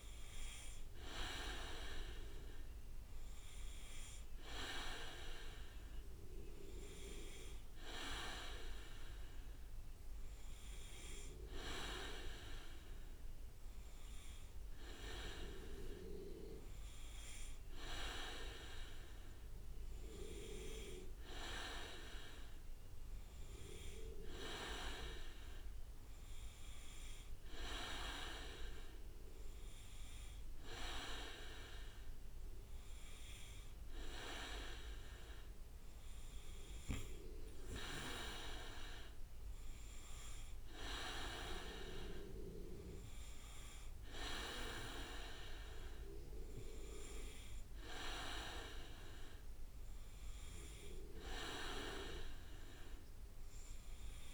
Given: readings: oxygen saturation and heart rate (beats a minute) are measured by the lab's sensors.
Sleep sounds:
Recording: breathing in sleep by a room microphone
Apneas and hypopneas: none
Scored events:
45.00-46.50 s: leg movement (device-marked)
From the record:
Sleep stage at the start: N2 (light sleep)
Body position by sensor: on the back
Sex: male

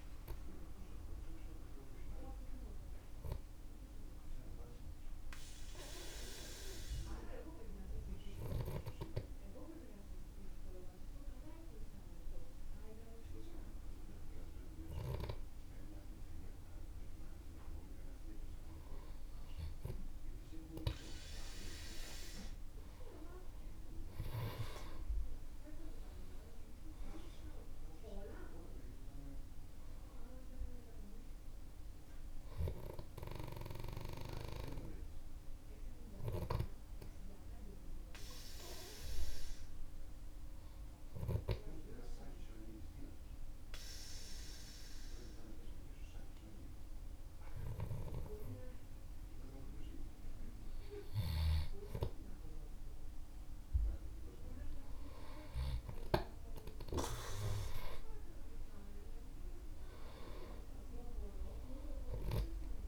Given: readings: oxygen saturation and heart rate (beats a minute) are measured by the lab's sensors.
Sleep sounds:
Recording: breathing in sleep by a room microphone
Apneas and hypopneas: 2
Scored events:
2.50-18.50 s: obstructive apnea (oxygen 98% before, 93% lowest, heart rate 57 before, 48 extreme, up 9 after)
18.00-28.00 s: oxygen desaturation (device-marked, oxygen 97% before, 93% lowest, heart rate 52 before, 49 extreme)
24.50-29.50 s: arousal
36.00-50.00 s: obstructive apnea (oxygen 97% before, 95% lowest, heart rate 56 before, 48 extreme, up 5 after)
57.50-61.50 s: arousal
From the record:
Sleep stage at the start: N2 (light sleep)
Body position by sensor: on the back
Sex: male

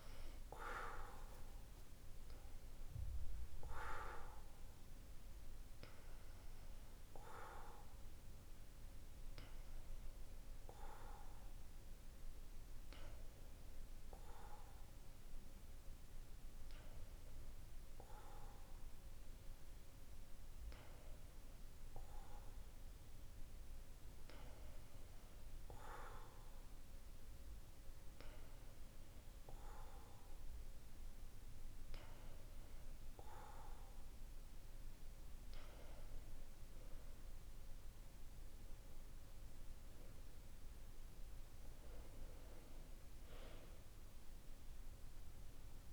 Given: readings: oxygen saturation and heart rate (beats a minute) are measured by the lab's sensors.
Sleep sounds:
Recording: breathing in sleep by a room microphone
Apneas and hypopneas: none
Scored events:
0.00-4.00 s: arousal
From the record:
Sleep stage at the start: N2 (light sleep)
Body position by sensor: on the back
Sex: male

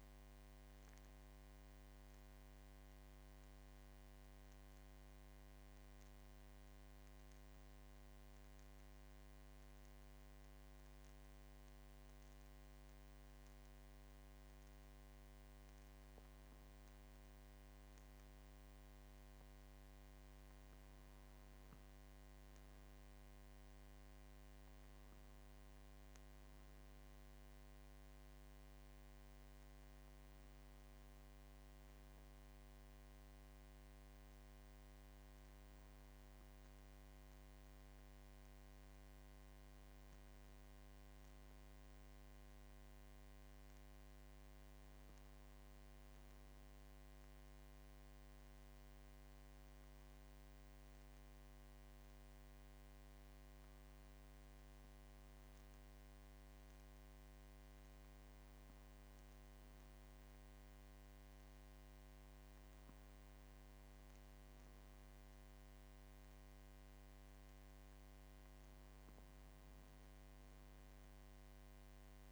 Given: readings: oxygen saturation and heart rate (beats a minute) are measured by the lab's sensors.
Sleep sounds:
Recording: breathing in sleep, hard to hear, by a microphone on the trachea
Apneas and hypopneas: 1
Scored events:
2.00-15.00 s: central apnea (oxygen 97% before, 95% lowest, heart rate 57 before, 46 extreme, up 7 after)
17.00-20.50 s: arousal
25.00-37.00 s: oxygen desaturation (device-marked, oxygen 99% before, 95% lowest, heart rate 50 before, 49 extreme)
From the record:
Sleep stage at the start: N2 (light sleep)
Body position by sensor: on the left side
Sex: male

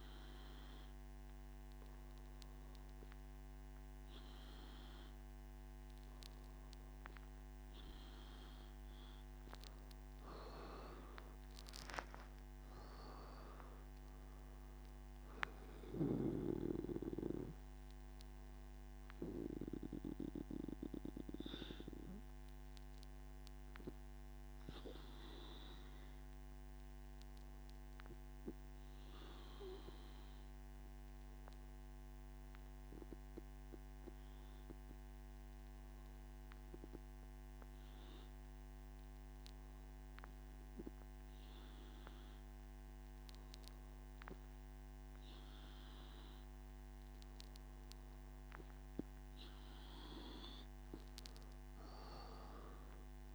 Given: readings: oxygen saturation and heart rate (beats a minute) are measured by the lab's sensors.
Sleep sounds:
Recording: breathing in sleep by a microphone on the trachea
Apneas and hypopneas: none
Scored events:
none scored
From the record:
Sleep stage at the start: N1 (lightest sleep)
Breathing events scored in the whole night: 129 in 4.0 hours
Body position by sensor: on the back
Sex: male

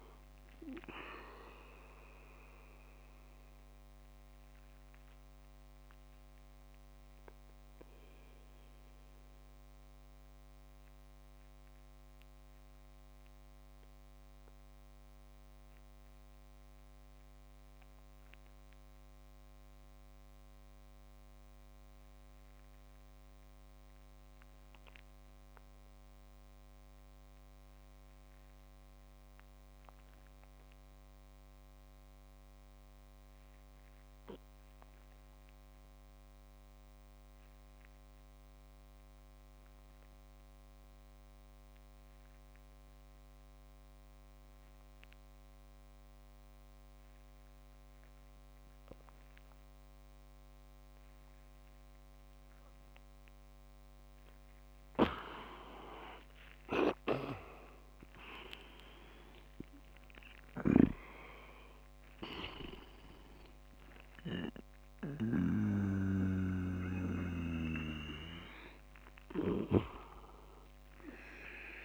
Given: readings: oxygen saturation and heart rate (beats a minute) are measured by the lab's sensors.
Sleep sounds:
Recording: breathing in sleep by a microphone on the trachea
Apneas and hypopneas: 1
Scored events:
0.00-8.50 s: oxygen desaturation (device-marked, oxygen 83% lowest)
3.00-51.50 s: obstructive apnea (oxygen 96% before, 84% lowest, heart rate 44 before, 63 extreme, up 21 after)
33.50-71.85 s: oxygen desaturation (device-marked, oxygen 99% before, 84% lowest, heart rate 79 before, 61 extreme)
54.50-69.50 s: snoring (device-marked)
56.00-61.00 s: arousal
From the record:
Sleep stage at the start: REM sleep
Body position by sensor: on the back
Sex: male

